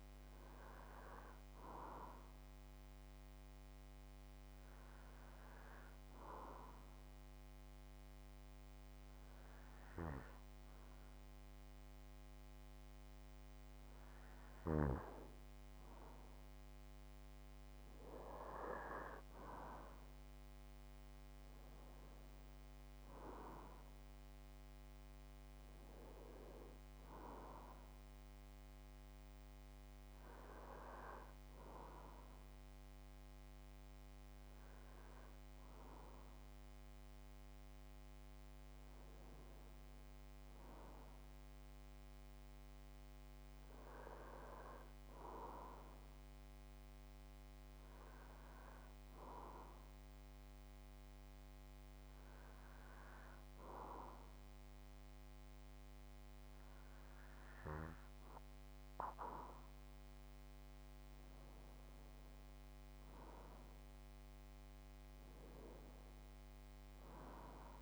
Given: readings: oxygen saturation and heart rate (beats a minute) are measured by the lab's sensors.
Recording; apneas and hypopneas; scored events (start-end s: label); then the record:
breathing in sleep by a microphone on the trachea; 2
0.00-3.00 s: oxygen desaturation (device-marked, oxygen 92% lowest)
1.50-13.00 s: hypopnea (oxygen 97% before, 92% lowest)
17.00-21.00 s: arousal
47.50-60.50 s: hypopnea (oxygen 96% before, 91% lowest)
63.00-67.00 s: arousal
From the record:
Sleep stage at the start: N2 (light sleep); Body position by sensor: on the back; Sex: male